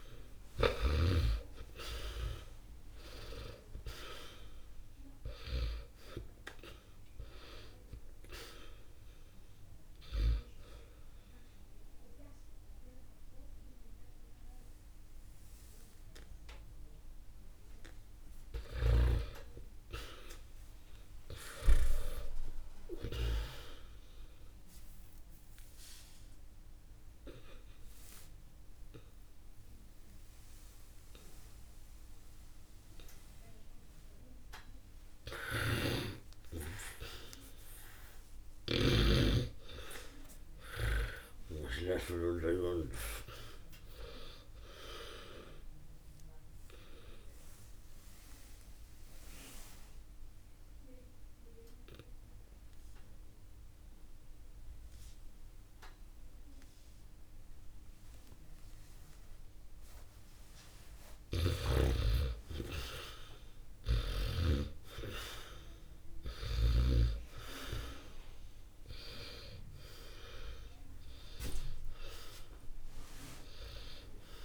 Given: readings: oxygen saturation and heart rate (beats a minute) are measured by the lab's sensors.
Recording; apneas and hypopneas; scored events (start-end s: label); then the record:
breathing in sleep by a room microphone; 2
0.00-1.00 s: arousal
7.00-19.00 s: oxygen desaturation (device-marked, oxygen 97% before, 90% lowest, heart rate 78 before, 63 extreme)
20.00-22.50 s: arousal
24.00-35.50 s: obstructive apnea (oxygen 98% before, 88% lowest, heart rate 69 before, 63 extreme, up 0 after)
30.00-38.00 s: oxygen desaturation (device-marked, oxygen 98% before, 95% lowest, heart rate 69 before, 63 extreme)
38.00-43.00 s: arousal
38.50-42.50 s: snoring (device-marked)
43.00-52.00 s: oxygen desaturation (device-marked, oxygen 98% before, 91% lowest, heart rate 67 before, 64 extreme)
46.50-61.50 s: obstructive apnea (oxygen 98% before, 88% lowest, heart rate 67 before, 64 extreme, up 6 after)
60.50-62.50 s: long interval between heartbeats (device-marked, heart rate 67 before, 74 extreme)
62.50-66.50 s: arousal
63.50-67.00 s: snoring (device-marked)
71.00-74.45 s: oxygen desaturation (device-marked, oxygen 97% before, 88% lowest, heart rate 70 before, 61 extreme)
From the record:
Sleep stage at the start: N2 (light sleep); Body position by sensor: on the back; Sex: male